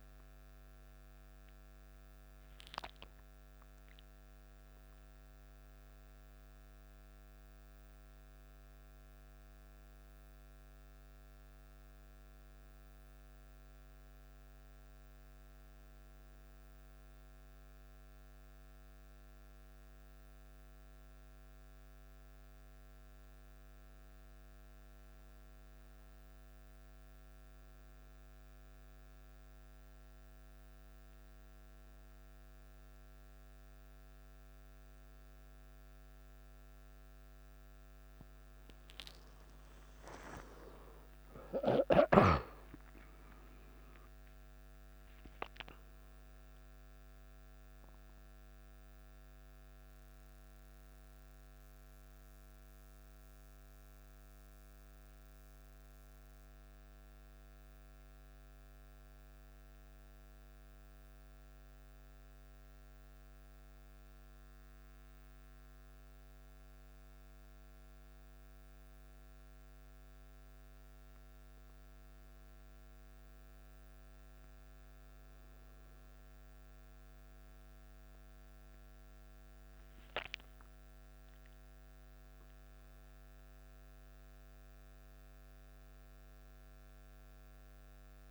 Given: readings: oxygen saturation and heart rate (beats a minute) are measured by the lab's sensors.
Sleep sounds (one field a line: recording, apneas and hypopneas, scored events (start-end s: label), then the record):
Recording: breathing in sleep, hard to hear, by a microphone on the trachea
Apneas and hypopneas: 1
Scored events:
0.00-5.00 s: arousal
40.00-46.00 s: arousal
48.00-66.50 s: central apnea (oxygen 98% before, 96% lowest, heart rate 61 before, 53 extreme, up 2 after)
57.50-88.31 s: new sleep stage, N2 (light sleep)
71.00-75.50 s: arousal
From the record:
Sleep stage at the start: N1 (lightest sleep)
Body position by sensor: on the back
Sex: male